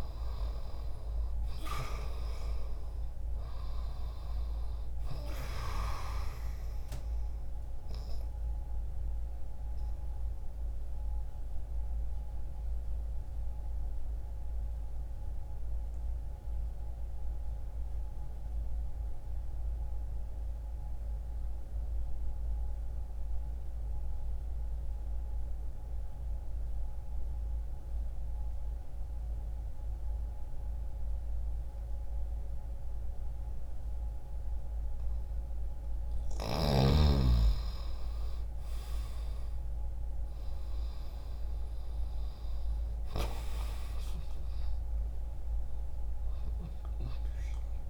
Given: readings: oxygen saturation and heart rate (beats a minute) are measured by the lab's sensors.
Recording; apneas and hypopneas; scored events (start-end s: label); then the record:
breathing in sleep by a room microphone; 1
0.00-2.00 s: arousal
9.00-34.50 s: mixed apnea (oxygen 96% before, 85% lowest, heart rate 60 before, 60 extreme, up 0 after)
22.00-33.00 s: oxygen desaturation (device-marked, oxygen 93% before, 85% lowest, heart rate 60 before, 60 extreme)
37.00-41.50 s: arousal
From the record:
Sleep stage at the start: N2 (light sleep); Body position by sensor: on the left side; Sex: male